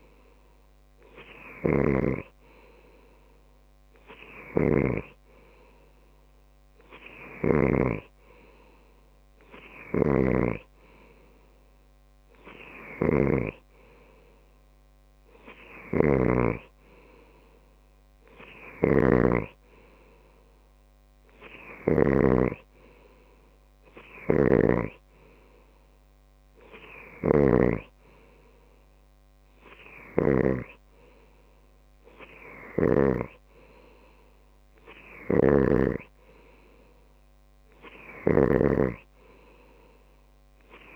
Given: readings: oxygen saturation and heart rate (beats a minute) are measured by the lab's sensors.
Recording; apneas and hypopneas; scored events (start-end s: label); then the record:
breathing in sleep by a microphone on the trachea; none
0.00-2.50 s: snoring (device-marked)
19.00-33.50 s: snoring (device-marked)
35.50-40.96 s: snoring (device-marked)
From the record:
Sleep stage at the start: N2 (light sleep); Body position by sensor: on the left side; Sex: male